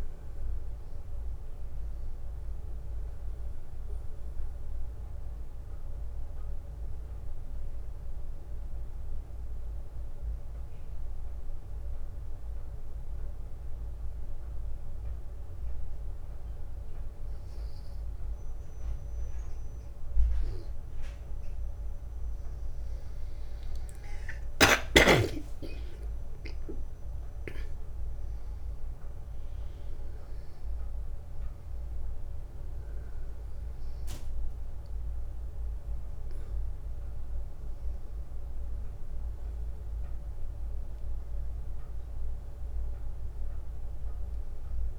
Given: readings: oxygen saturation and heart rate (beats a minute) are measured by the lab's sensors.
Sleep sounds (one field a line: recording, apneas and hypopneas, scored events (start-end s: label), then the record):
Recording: breathing in sleep by a room microphone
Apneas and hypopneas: 1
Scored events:
0.00-16.50 s: oxygen desaturation (device-marked, oxygen 93% lowest, heart rate 57 extreme)
4.00-20.00 s: obstructive apnea (oxygen 97% before, 93% lowest, heart rate 64 before, 57 extreme, up 10 after)
22.00-26.50 s: arousal
30.50-44.99 s: oxygen desaturation (device-marked, oxygen 97% before, 93% lowest, heart rate 62 before, 61 extreme)
From the record:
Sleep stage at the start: N1 (lightest sleep)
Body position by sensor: on the back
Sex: male